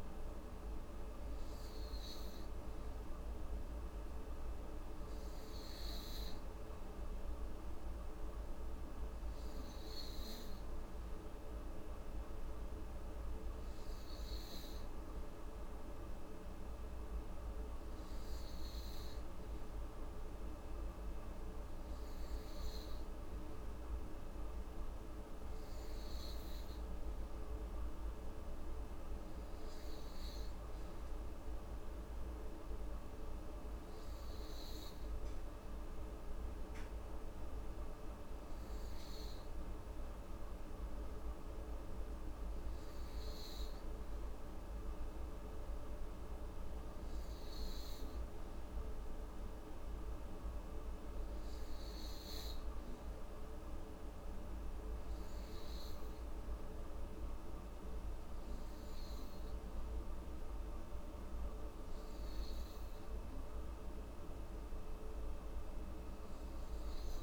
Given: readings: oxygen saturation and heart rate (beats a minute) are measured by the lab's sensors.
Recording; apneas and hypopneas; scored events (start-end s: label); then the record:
breathing in sleep, hard to hear, by a room microphone; none
none scored
From the record:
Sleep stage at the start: N2 (light sleep); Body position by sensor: on the back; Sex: female